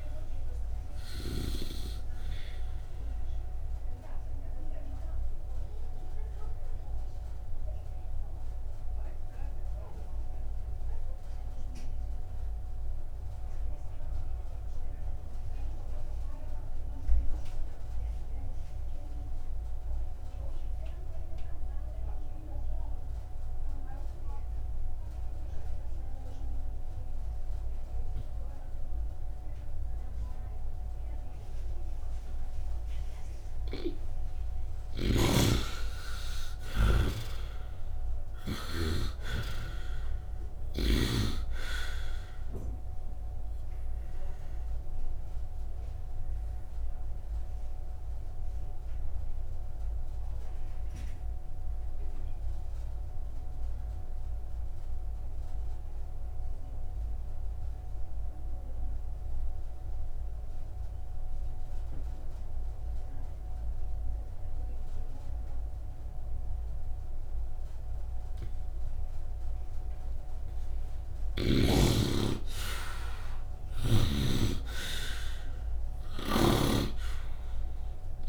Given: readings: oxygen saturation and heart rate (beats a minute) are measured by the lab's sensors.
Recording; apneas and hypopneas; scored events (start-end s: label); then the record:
breathing in sleep by a room microphone; 2
0.00-14.50 s: oxygen desaturation (device-marked, oxygen 64% lowest, heart rate 55 extreme)
4.50-33.50 s: obstructive apnea (oxygen 96% before, 64% lowest, heart rate 64 before, 55 extreme, up 6 after)
33.50-37.00 s: snoring (device-marked)
35.00-39.00 s: arousal
36.50-73.50 s: oxygen desaturation (device-marked, oxygen 97% before, 65% lowest, heart rate 63 before, 58 extreme)
44.50-69.00 s: obstructive apnea (oxygen 97% before, 65% lowest, heart rate 59 before, 58 extreme, up 4 after)
70.00-72.00 s: long interval between heartbeats (device-marked, heart rate 69 before, 59 extreme)
72.00-77.50 s: arousal
From the record:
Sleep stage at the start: N2 (light sleep); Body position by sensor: upright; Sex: male